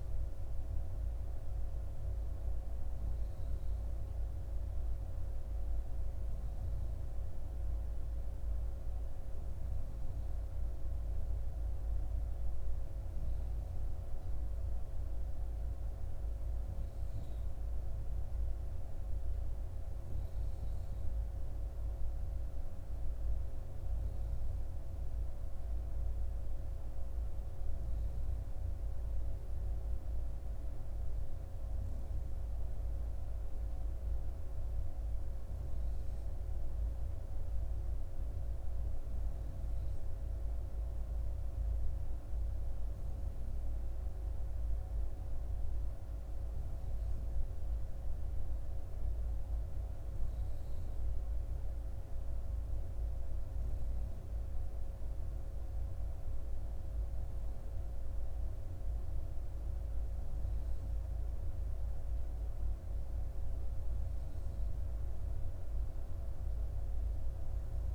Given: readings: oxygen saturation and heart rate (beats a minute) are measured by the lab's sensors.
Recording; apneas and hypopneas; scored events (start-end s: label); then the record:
breathing in sleep, hard to hear, by a room microphone; none
none scored
From the record:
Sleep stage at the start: N3 (deep sleep); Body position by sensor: on the back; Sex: female